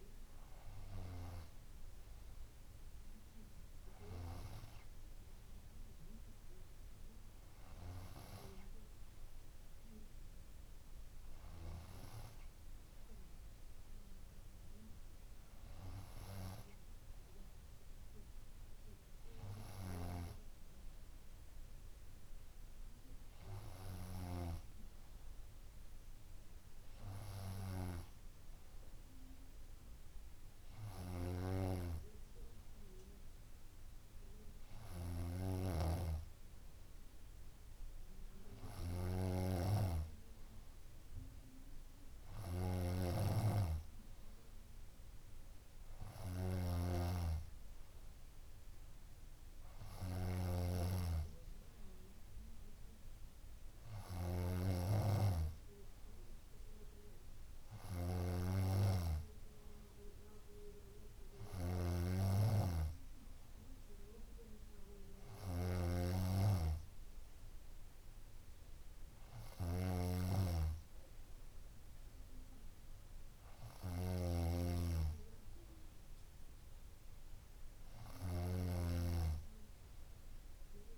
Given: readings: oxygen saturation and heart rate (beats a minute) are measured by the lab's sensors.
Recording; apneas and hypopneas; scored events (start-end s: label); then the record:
breathing in sleep by a room microphone; none
0.00-9.00 s: bradycardia (device-marked, heart rate 57 extreme)
36.00-80.98 s: snoring (device-marked)
From the record:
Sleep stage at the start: N2 (light sleep); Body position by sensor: on the front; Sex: female